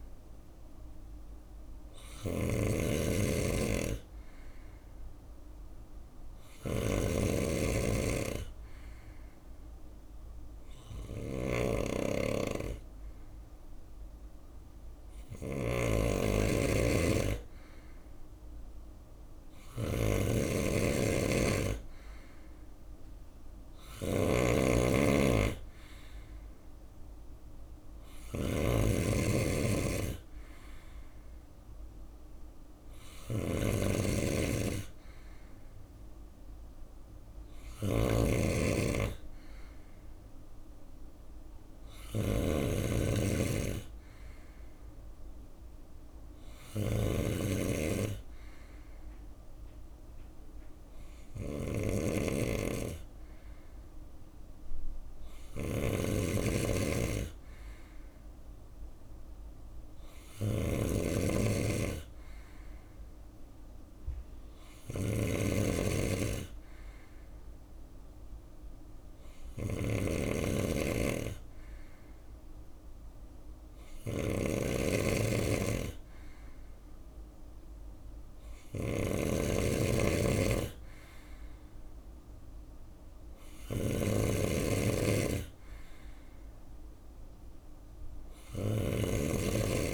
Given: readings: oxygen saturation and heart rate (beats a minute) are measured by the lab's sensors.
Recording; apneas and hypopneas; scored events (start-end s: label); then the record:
breathing in sleep by a room microphone; none
0.00-89.94 s: snoring (device-marked)
From the record:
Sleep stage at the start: N3 (deep sleep); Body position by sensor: on the right side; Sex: male